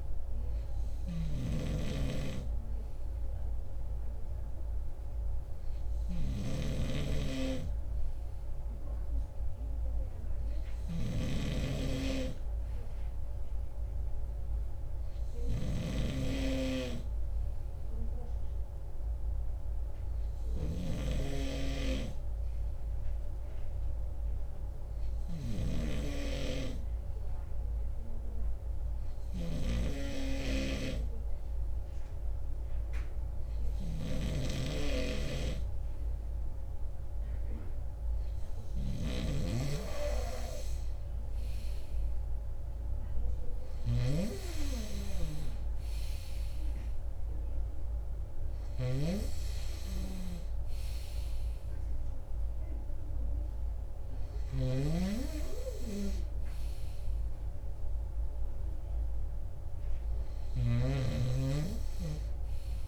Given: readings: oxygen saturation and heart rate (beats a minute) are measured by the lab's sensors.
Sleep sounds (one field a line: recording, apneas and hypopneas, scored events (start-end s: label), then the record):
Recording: breathing in sleep by a room microphone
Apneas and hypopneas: none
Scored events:
48.50-62.88 s: snoring (device-marked)
From the record:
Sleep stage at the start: N2 (light sleep)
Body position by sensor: on the right side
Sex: male